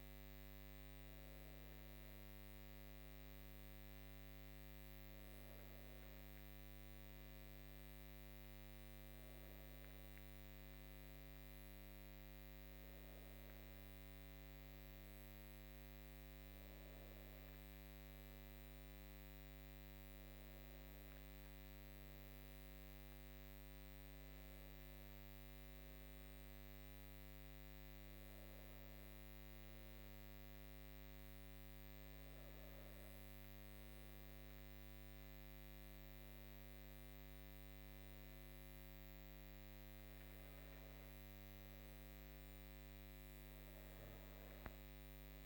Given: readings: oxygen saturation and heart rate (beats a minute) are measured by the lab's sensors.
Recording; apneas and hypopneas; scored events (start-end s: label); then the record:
breathing in sleep, hard to hear, by a microphone on the trachea; none
none scored
From the record:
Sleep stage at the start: N1 (lightest sleep); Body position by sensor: on the front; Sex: female